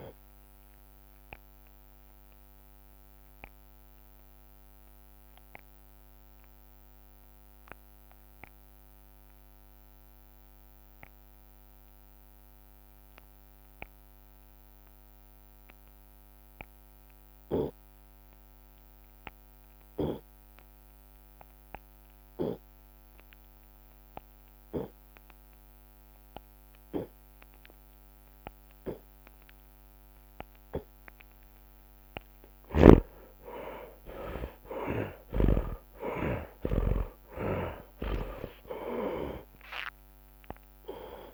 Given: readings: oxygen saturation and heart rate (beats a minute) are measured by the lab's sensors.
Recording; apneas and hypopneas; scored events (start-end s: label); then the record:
breathing in sleep by a microphone on the trachea; 1
0.00-7.00 s: drop in pulse transit time (device-marked, heart rate 50 extreme)
0.50-31.00 s: obstructive apnea (oxygen 98% before, 81% lowest, heart rate 62 before, 56 extreme, up 30 after)
14.00-25.00 s: oxygen desaturation (device-marked, oxygen 96% before, 83% lowest, heart rate 69 before, 57 extreme)
32.00-41.34 s: drop in pulse transit time (device-marked, heart rate 58 before, 60 extreme)
32.50-37.50 s: arousal
33.50-35.50 s: long interval between heartbeats (device-marked, heart rate 58 before, 70 extreme)
From the record:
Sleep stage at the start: N2 (light sleep); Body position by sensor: on the right side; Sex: male